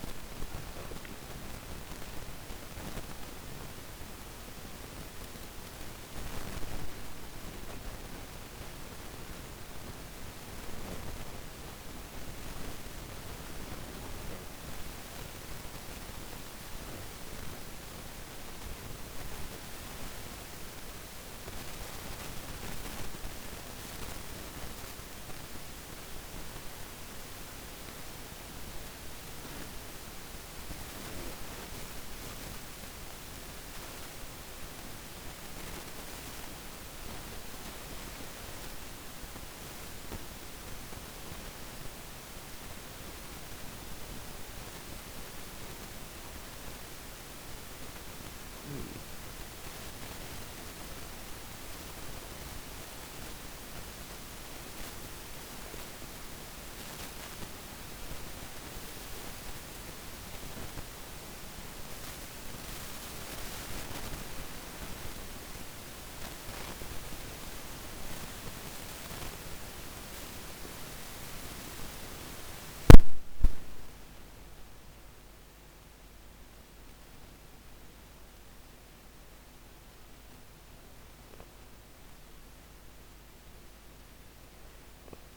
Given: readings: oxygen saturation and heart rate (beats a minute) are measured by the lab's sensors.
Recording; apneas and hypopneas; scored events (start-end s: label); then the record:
breathing in sleep by a microphone on the trachea; 2
0.00-2.00 s: arousal
10.00-30.00 s: hypopnea (oxygen 97% before, 94% lowest, heart rate 123 before, 96 extreme, up 42 after)
41.00-46.00 s: arousal
55.50-72.00 s: hypopnea (oxygen 97% before, 94% lowest, heart rate 122 before, 88 extreme, up 41 after)
74.50-78.50 s: arousal
From the record:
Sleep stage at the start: N2 (light sleep); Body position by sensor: on the back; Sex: female